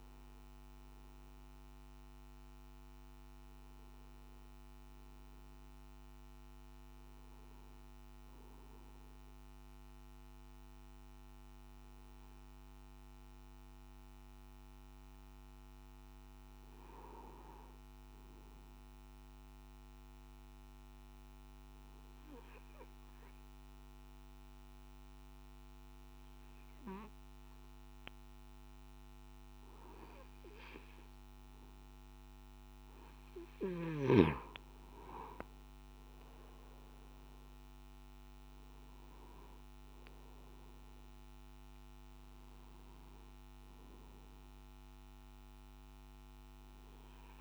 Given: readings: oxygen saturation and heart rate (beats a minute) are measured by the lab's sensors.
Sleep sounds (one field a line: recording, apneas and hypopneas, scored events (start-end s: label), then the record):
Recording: breathing in sleep by a microphone on the trachea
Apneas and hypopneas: 1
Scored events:
0.00-17.50 s: oxygen desaturation (device-marked, oxygen 89% lowest, heart rate 54 extreme)
19.50-31.50 s: obstructive apnea (oxygen 99% before, 92% lowest, heart rate 57 before, 52 extreme, up 4 after)
38.50-47.41 s: oxygen desaturation (device-marked, oxygen 98% before, 93% lowest, heart rate 56 before, 52 extreme)
From the record:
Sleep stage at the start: N3 (deep sleep)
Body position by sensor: on the back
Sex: male